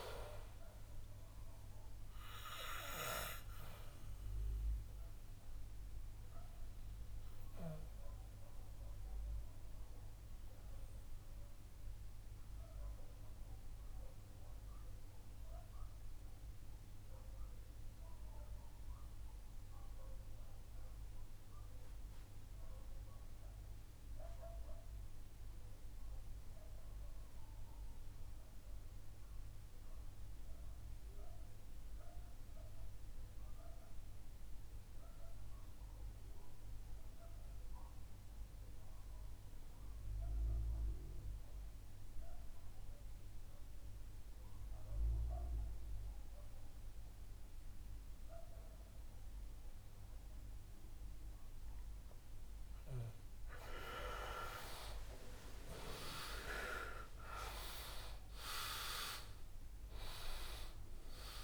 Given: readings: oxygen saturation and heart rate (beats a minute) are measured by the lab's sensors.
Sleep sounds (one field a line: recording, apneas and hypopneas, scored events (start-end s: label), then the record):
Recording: breathing in sleep by a room microphone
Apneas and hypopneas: 1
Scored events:
3.00-50.00 s: mixed apnea (oxygen 97% before, 82% lowest, heart rate 66 before, 56 extreme, up 13 after)
42.00-61.44 s: oxygen desaturation (device-marked, oxygen 96% before, 82% lowest, heart rate 57 before, 58 extreme)
53.50-59.00 s: arousal
From the record:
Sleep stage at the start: REM sleep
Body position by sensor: on the back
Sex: male